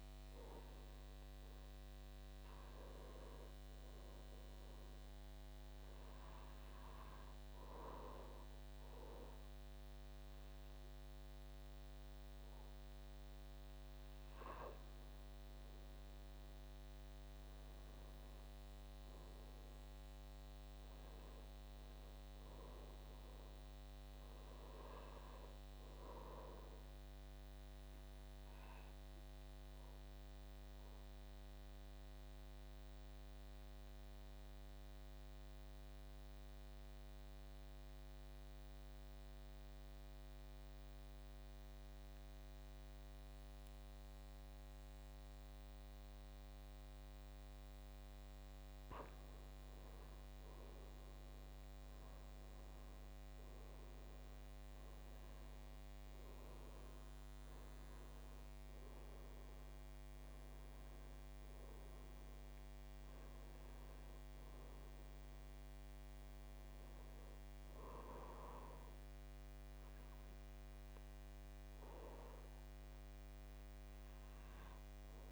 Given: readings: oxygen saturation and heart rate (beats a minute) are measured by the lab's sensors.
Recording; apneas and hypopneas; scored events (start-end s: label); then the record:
breathing in sleep, hard to hear, by a microphone on the trachea; 1
0.00-8.50 s: oxygen desaturation (device-marked, oxygen 88% lowest, heart rate 49 extreme)
18.00-20.00 s: long interval between heartbeats (device-marked, heart rate 56 before, 57 extreme)
20.50-25.00 s: arousal
28.00-47.50 s: obstructive apnea (oxygen 97% before, 88% lowest, heart rate 55 before, 54 extreme, up 10 after)
49.50-53.50 s: arousal
54.50-75.32 s: oxygen desaturation (device-marked, oxygen 97% before, 88% lowest, heart rate 58 before, 54 extreme)
From the record:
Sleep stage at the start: N2 (light sleep); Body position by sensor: on the back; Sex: male